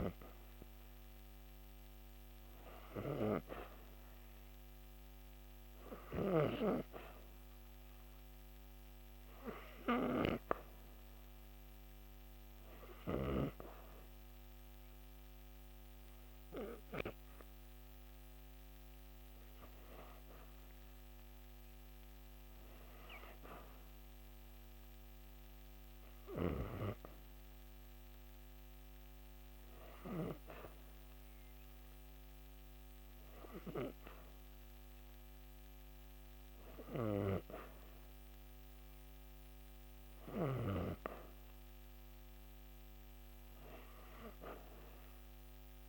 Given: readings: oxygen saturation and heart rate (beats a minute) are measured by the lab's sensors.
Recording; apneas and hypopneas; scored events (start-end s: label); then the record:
breathing in sleep by a microphone on the trachea; 1
7.00-20.50 s: hypopnea (oxygen 93% before, 88% lowest)
23.00-26.00 s: arousal
From the record:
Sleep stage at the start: N2 (light sleep); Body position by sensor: on the back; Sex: female